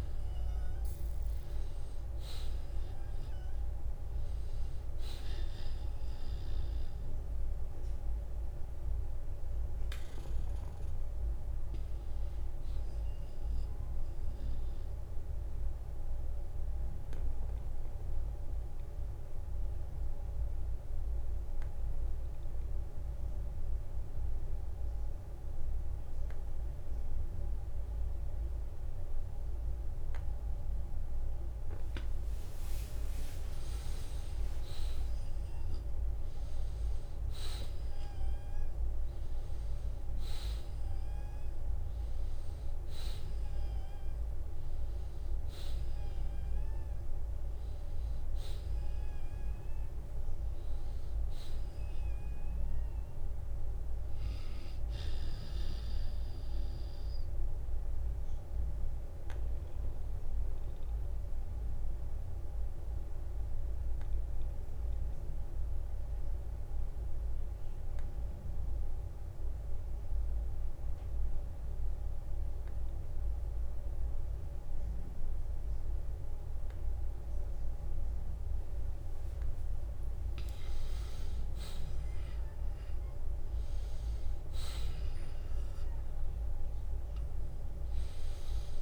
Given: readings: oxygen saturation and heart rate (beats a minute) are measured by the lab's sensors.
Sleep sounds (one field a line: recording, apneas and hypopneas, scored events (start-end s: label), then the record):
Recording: breathing in sleep, hard to hear, by a room microphone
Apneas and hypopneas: 2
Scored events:
7.00-27.00 s: oxygen desaturation (device-marked, oxygen 93% before, 85% lowest, heart rate 61 before, 55 extreme)
14.50-31.50 s: obstructive apnea (oxygen 96% before, 85% lowest, heart rate 64 before, 55 extreme, up 10 after)
33.50-37.00 s: arousal
45.50-47.50 s: long interval between heartbeats (device-marked, heart rate 59 before, 67 extreme)
53.00-71.00 s: oxygen desaturation (device-marked, oxygen 93% before, 86% lowest, heart rate 61 before, 43 extreme)
57.50-79.50 s: obstructive apnea (oxygen 96% before, 84% lowest, heart rate 63 before, 43 extreme, up 15 after)
74.50-76.50 s: long interval between heartbeats (device-marked, heart rate 58 before, 51 extreme)
81.00-86.00 s: arousal
82.00-84.00 s: long interval between heartbeats (device-marked, heart rate 55 before, 55 extreme)
85.00-88.82 s: oxygen desaturation (device-marked, oxygen 95% before, 84% lowest, heart rate 54 before, 40 extreme)
From the record:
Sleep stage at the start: N2 (light sleep)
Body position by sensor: on the back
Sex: male